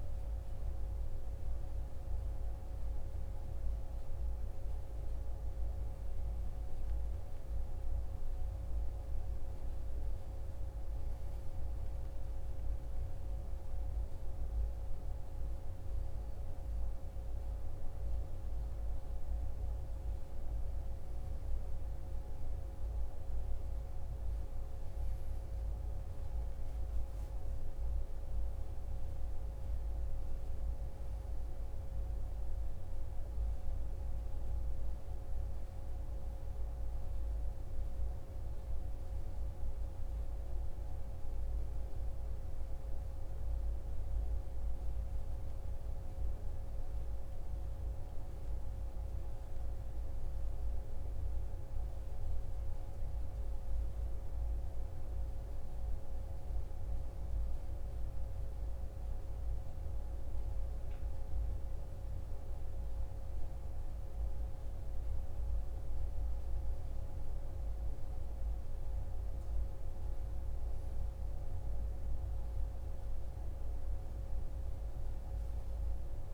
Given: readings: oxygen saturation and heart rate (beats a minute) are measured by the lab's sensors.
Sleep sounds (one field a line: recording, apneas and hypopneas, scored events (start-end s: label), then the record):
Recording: a person awake in a sleep study, hard to hear, by a room microphone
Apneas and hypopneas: none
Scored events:
none scored
From the record:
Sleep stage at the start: awake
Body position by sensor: on the right side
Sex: male